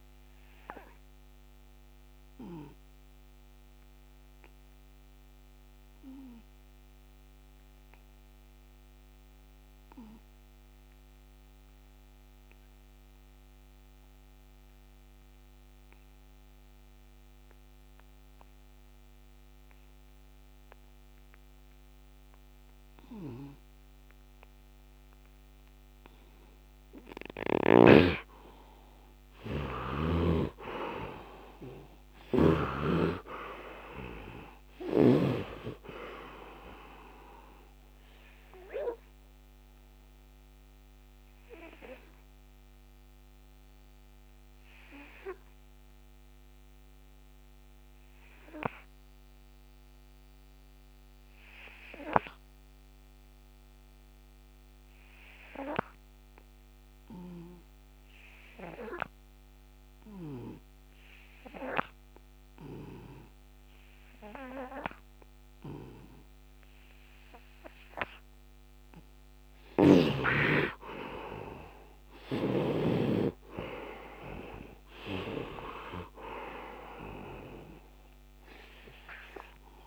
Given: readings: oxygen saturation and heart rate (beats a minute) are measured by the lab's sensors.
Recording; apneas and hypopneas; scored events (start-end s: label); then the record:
breathing in sleep by a microphone on the trachea; 2
0.00-11.00 s: oxygen desaturation (device-marked, oxygen 81% lowest, heart rate 64 extreme)
0.50-26.00 s: obstructive apnea (oxygen 98% before, 77% lowest, heart rate 90 before, 64 extreme, up 7 after)
19.00-57.00 s: oxygen desaturation (device-marked, oxygen 99% before, 77% lowest, heart rate 70 before, 68 extreme)
29.00-32.50 s: arousal
38.50-68.50 s: obstructive apnea (oxygen 99% before, 75% lowest, heart rate 77 before, 68 extreme, up 12 after)
59.00-79.86 s: oxygen desaturation (device-marked, oxygen 99% before, 75% lowest, heart rate 71 before, 70 extreme)
70.00-75.00 s: arousal
From the record:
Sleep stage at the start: N2 (light sleep); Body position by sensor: on the right side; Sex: male